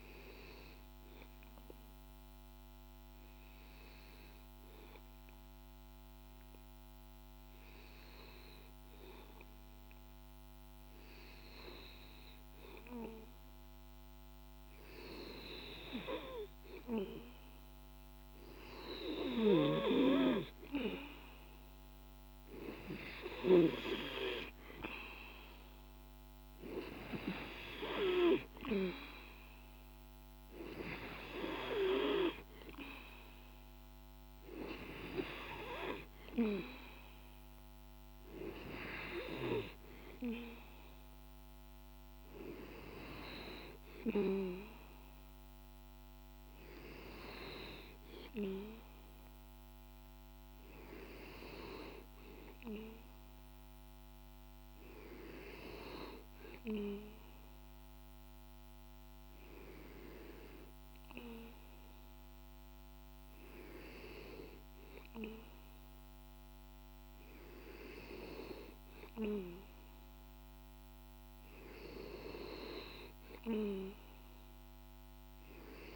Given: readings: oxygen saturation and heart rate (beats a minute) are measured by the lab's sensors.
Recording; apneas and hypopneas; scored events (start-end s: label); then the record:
breathing in sleep by a microphone on the trachea; none
17.50-35.50 s: oxygen desaturation (device-marked, oxygen 96% before, 92% lowest, heart rate 51 before, 51 extreme)
From the record:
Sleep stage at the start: N2 (light sleep); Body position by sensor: on the back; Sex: male